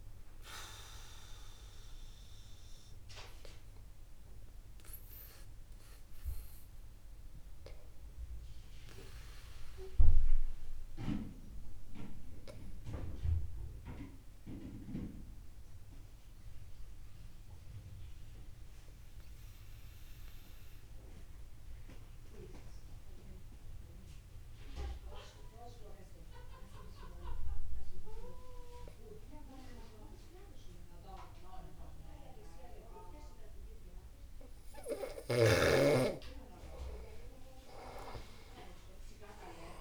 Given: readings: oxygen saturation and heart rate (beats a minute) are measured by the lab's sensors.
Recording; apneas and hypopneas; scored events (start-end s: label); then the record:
breathing in sleep by a room microphone; 1
3.00-19.00 s: oxygen desaturation (device-marked, oxygen 95% before, 92% lowest, heart rate 50 before, 49 extreme)
8.50-35.50 s: obstructive apnea (oxygen 96% before, 92% lowest, heart rate 50 before, 49 extreme, up 1 after)
From the record:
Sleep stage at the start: N2 (light sleep); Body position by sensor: upright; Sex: male